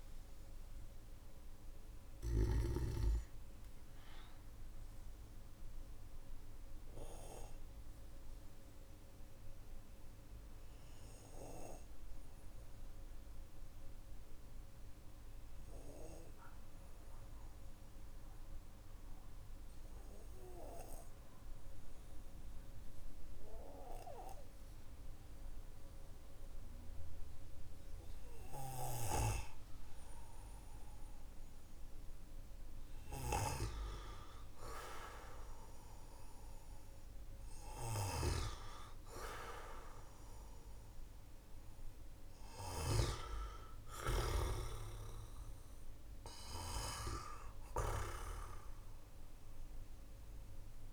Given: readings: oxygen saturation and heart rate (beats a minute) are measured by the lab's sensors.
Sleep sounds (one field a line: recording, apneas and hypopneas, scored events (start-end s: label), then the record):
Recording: breathing in sleep by a room microphone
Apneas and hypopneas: 1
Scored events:
0.00-2.50 s: snoring (device-marked)
0.00-18.00 s: oxygen desaturation (device-marked, oxygen 93% lowest, heart rate 45 extreme)
6.50-32.00 s: obstructive apnea (oxygen 98% before, 93% lowest, heart rate 52 before, 44 extreme, up 7 after)
28.00-33.00 s: snoring (device-marked)
34.00-40.00 s: arousal
43.00-50.93 s: oxygen desaturation (device-marked, oxygen 98% before, 94% lowest, heart rate 56 before, 46 extreme)
From the record:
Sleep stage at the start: N1 (lightest sleep)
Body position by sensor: on the back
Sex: male